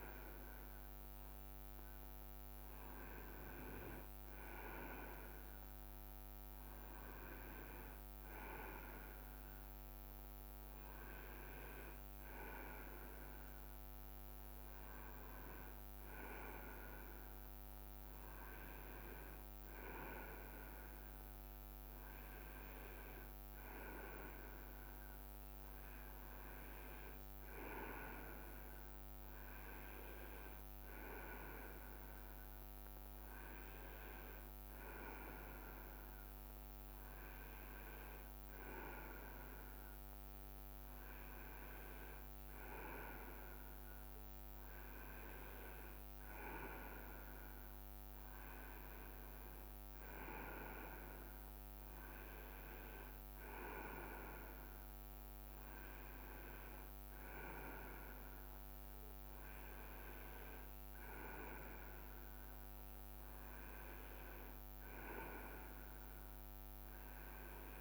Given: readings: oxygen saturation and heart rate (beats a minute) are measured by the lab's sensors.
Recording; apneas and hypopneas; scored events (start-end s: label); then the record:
breathing in sleep by a microphone on the trachea; none
1.00-5.50 s: leg movement (device-marked)
7.50-12.00 s: leg movement (device-marked)
14.50-17.00 s: leg movement (device-marked)
21.00-25.50 s: leg movement (device-marked)
29.00-31.00 s: leg movement (device-marked)
36.00-42.00 s: leg movement (device-marked)
45.00-46.50 s: leg movement (device-marked)
54.50-60.50 s: leg movement (device-marked)
64.00-65.00 s: leg movement (device-marked)
From the record:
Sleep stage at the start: N2 (light sleep); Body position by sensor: on the right side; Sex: male